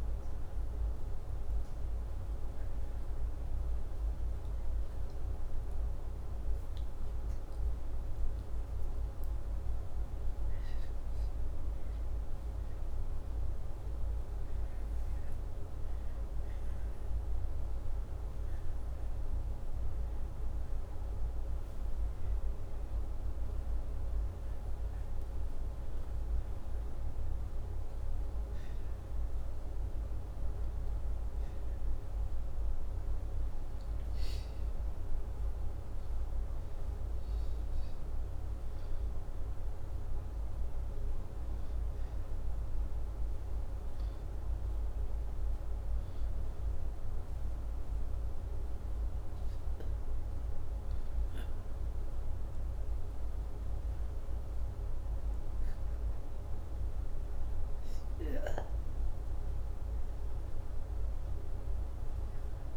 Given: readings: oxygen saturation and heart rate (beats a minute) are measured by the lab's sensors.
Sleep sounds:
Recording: breathing in sleep, hard to hear, by a room microphone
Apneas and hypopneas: 1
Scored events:
1.50-11.50 s: hypopnea (oxygen 97% before, 95% lowest, heart rate 86 before, 79 extreme, up 4 after)
13.00-16.00 s: arousal
From the record:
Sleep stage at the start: N2 (light sleep)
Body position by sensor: upright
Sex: male

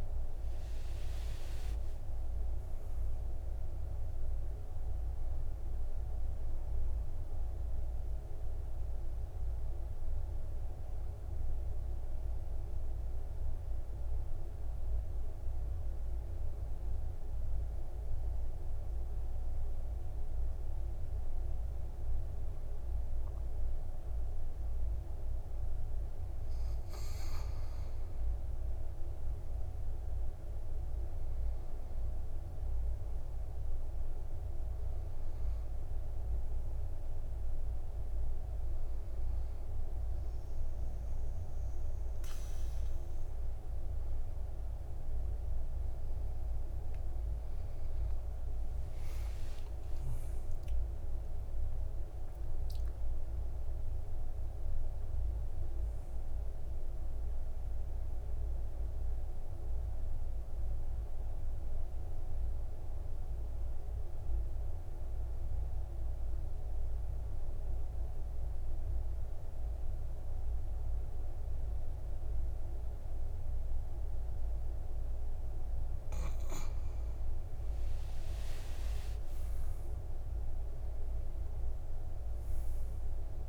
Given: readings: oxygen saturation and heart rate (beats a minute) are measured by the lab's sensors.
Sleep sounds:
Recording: breathing in sleep, hard to hear, by a room microphone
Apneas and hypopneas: 3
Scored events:
0.00-2.50 s: arousal
0.00-25.50 s: oxygen desaturation (device-marked, oxygen 93% lowest, heart rate 52 extreme)
8.50-26.50 s: obstructive apnea (oxygen 99% before, 92% lowest, heart rate 59 before, 52 extreme, up 8 after)
28.00-31.50 s: arousal
32.50-55.50 s: oxygen desaturation (device-marked, oxygen 98% before, 92% lowest, heart rate 57 before, 55 extreme)
38.00-48.50 s: hypopnea (oxygen 98% before, 91% lowest, heart rate 59 before, 55 extreme, up 17 after)
49.50-54.50 s: arousal
61.00-76.00 s: central apnea (oxygen 97% before, 91% lowest, heart rate 64 before, 52 extreme, up 21 after)
78.50-80.50 s: long interval between heartbeats (device-marked, heart rate 57 before, 70 extreme)
78.50-83.00 s: arousal
79.50-83.48 s: oxygen desaturation (device-marked, oxygen 99% before, 91% lowest, heart rate 58 before, 52 extreme)
From the record:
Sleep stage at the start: N2 (light sleep)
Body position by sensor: on the back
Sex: male

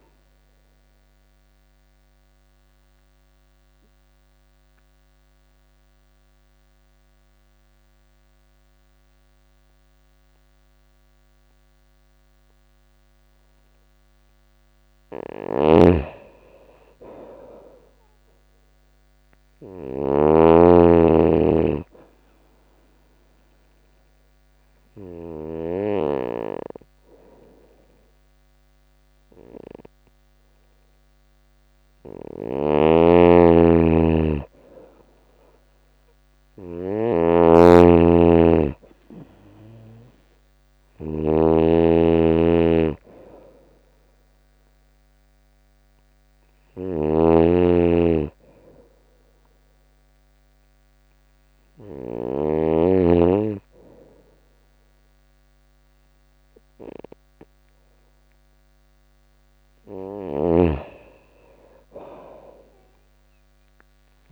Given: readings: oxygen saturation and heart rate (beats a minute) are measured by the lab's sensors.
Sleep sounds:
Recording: breathing in sleep by a microphone on the trachea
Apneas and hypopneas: 3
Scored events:
0.00-14.00 s: oxygen desaturation (device-marked, oxygen 89% lowest, heart rate 81 extreme)
0.50-13.50 s: obstructive apnea (oxygen 99% before, 89% lowest, heart rate 83 before, 81 extreme, up 2 after)
14.50-25.00 s: snoring (device-marked)
15.00-18.00 s: arousal
22.00-34.00 s: obstructive apnea (oxygen 98% before, 90% lowest, heart rate 82 before, 81 extreme)
26.00-37.00 s: oxygen desaturation (device-marked, oxygen 98% before, 90% lowest, heart rate 82 before, 81 extreme)
31.50-52.00 s: snoring (device-marked)
38.00-42.50 s: arousal
45.00-57.00 s: oxygen desaturation (device-marked, oxygen 95% before, 90% lowest, heart rate 116 before, 81 extreme)
48.00-58.50 s: hypopnea (oxygen 97% before, 90% lowest, heart rate 116 before, 81 extreme, up 39 after)
59.50-64.00 s: snoring (device-marked)
60.00-63.50 s: arousal
From the record:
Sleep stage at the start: N2 (light sleep)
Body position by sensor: on the right side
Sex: female

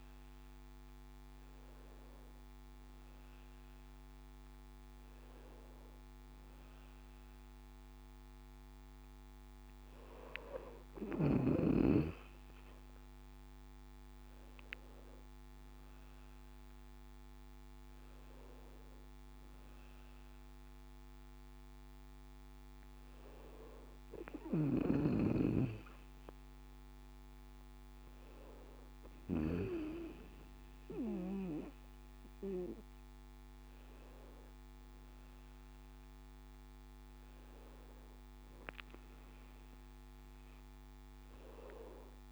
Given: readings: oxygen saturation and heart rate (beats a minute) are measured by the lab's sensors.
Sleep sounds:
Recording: breathing in sleep by a microphone on the trachea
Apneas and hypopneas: none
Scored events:
none scored
From the record:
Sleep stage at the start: N2 (light sleep)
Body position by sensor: on the back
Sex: male

